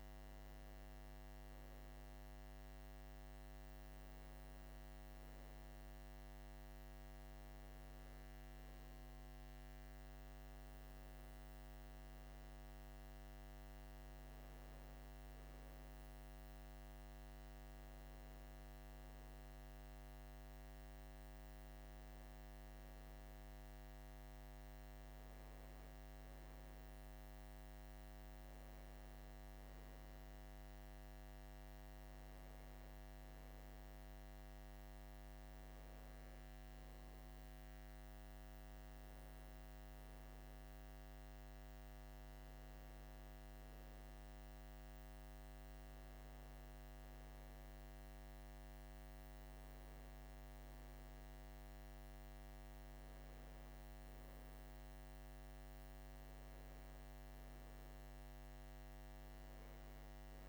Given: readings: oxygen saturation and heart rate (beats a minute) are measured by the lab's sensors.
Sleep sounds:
breathing in sleep, hard to hear, by a microphone on the trachea; none
none scored
From the record:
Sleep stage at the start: N2 (light sleep); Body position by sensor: on the right side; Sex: male

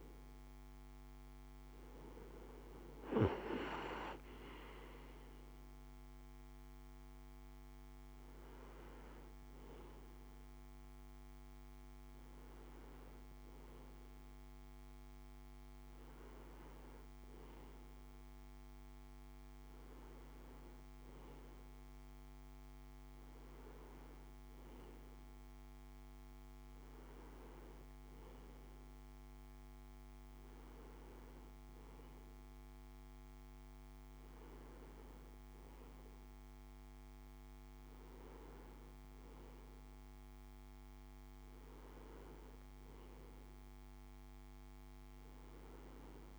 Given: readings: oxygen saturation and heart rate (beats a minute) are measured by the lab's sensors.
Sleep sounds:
breathing in sleep, hard to hear, by a microphone on the trachea; none
none scored
From the record:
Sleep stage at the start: N2 (light sleep); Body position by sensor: on the right side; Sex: male

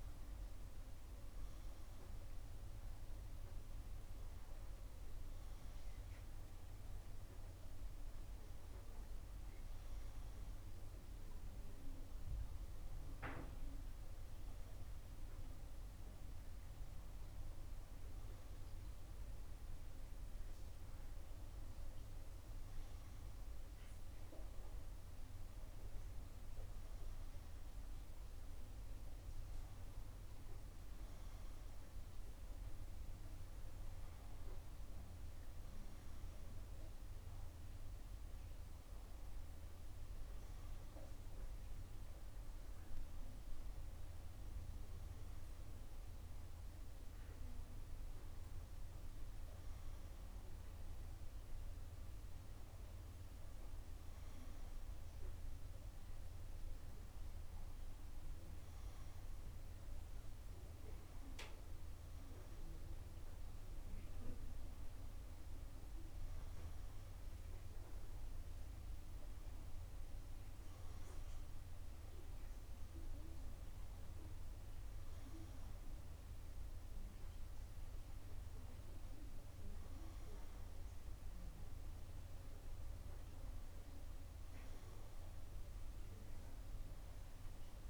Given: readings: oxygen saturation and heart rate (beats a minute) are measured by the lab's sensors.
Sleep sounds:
breathing in sleep, hard to hear, by a room microphone; none
none scored
From the record:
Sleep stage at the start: N3 (deep sleep); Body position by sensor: on the right side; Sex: female

